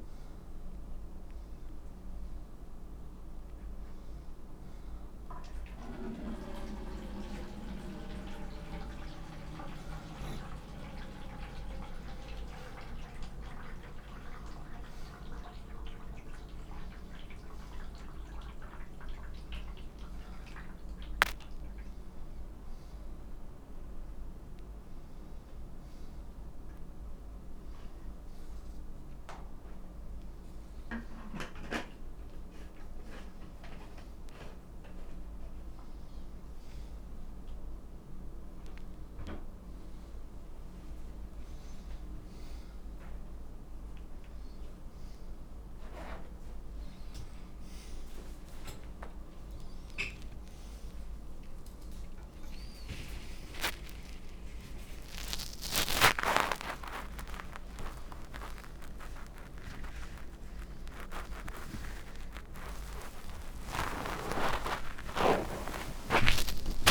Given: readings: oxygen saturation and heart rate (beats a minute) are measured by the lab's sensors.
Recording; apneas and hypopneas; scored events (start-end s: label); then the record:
a person awake in a sleep study, by a room microphone; none
43.00-51.00 s: oxygen desaturation (device-marked, oxygen 93% before, 89% lowest, heart rate 90 before, 80 extreme)
From the record:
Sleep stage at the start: awake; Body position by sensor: upright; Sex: male